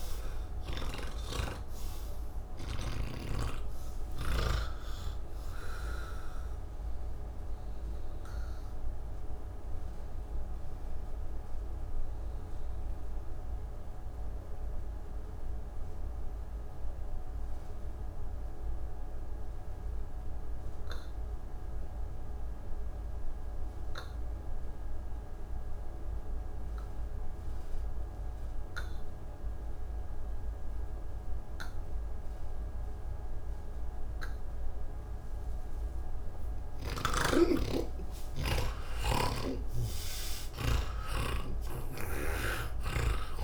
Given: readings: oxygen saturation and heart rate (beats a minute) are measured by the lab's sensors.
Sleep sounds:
breathing in sleep by a room microphone; 1
0.00-1.00 s: snoring (device-marked)
0.00-4.00 s: oxygen desaturation (device-marked, oxygen 86% lowest, heart rate 151 extreme)
7.50-35.00 s: obstructive apnea (oxygen 99% before, 78% lowest, heart rate 177 before, 159 extreme, up 40 after)
12.00-19.00 s: oxygen desaturation (device-marked, oxygen 93% before, 83% lowest, heart rate 174 before, 159 extreme)
29.00-43.44 s: oxygen desaturation (device-marked, oxygen 98% before, 78% lowest, heart rate 170 before, 159 extreme)
From the record:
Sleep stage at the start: N1 (lightest sleep); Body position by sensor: on the back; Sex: male

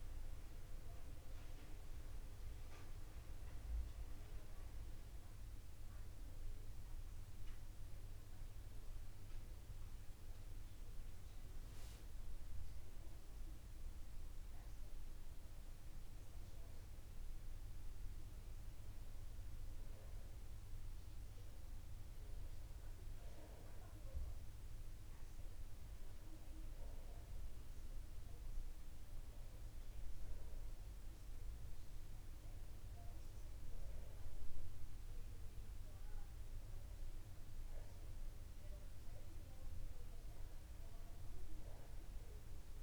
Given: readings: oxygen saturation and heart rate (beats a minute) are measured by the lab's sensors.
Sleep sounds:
a person partly awake in a sleep study, hard to hear, by a room microphone; none
6.50-42.83 s: new sleep stage, N2 (light sleep)
From the record:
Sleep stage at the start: awake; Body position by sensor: upright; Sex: male

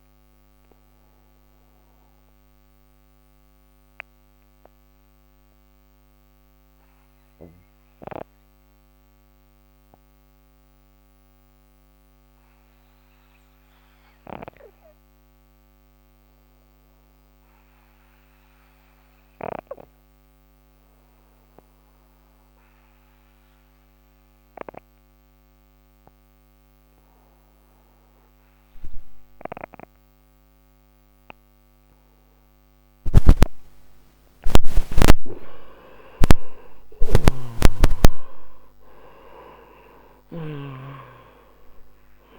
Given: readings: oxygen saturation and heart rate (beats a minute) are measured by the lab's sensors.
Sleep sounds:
breathing in sleep by a microphone on the trachea; 1
4.00-29.00 s: obstructive apnea (oxygen 98% before, 88% lowest, heart rate 107 before, 59 extreme, up 24 after)
6.00-22.00 s: oxygen desaturation (device-marked, oxygen 95% before, 89% lowest, heart rate 107 before, 69 extreme)
36.00-41.00 s: arousal
36.50-40.50 s: snoring (device-marked)
41.00-42.39 s: oxygen desaturation (device-marked, oxygen 97% before, 88% lowest, heart rate 88 before, 55 extreme)
From the record:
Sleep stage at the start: N2 (light sleep); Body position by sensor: on the right side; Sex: male

